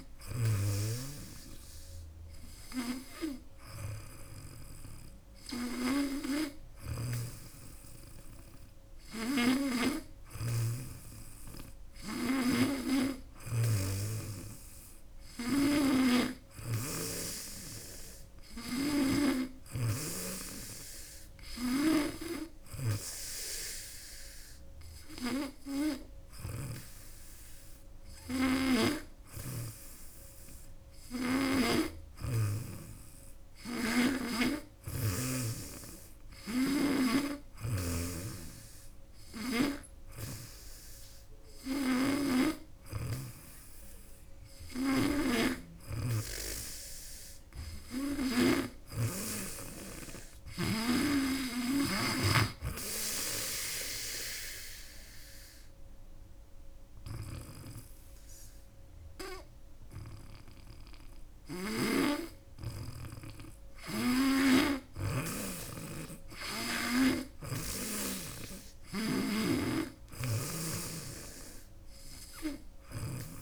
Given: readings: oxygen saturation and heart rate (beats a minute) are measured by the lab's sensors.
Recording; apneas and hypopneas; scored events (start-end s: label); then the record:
breathing in sleep by a room microphone; 1
6.50-13.50 s: snoring (device-marked)
15.50-19.00 s: snoring (device-marked)
26.00-29.50 s: snoring (device-marked)
31.50-35.00 s: snoring (device-marked)
37.00-48.50 s: snoring (device-marked)
48.00-51.00 s: arousal
52.50-62.50 s: obstructive apnea (oxygen 97% before, 95% lowest, heart rate 86 before, 83 extreme, up 4 after)
61.00-67.50 s: snoring (device-marked)
66.00-69.50 s: arousal
69.50-73.00 s: snoring (device-marked)
From the record:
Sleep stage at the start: N2 (light sleep); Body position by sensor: on the back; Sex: female